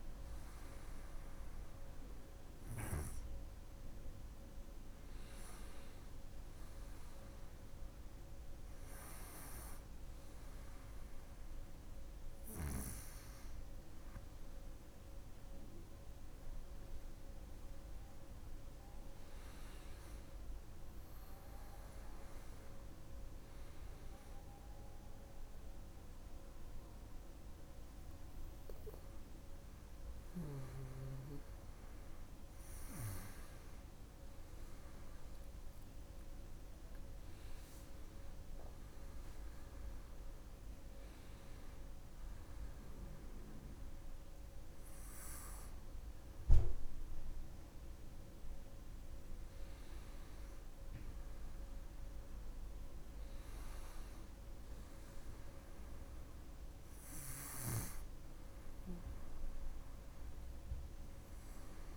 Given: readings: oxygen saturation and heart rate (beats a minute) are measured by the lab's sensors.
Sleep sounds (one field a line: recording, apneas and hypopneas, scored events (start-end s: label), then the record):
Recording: a person awake in a sleep study, hard to hear, by a room microphone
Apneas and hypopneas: none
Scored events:
none scored
From the record:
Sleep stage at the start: awake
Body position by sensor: on the right side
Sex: female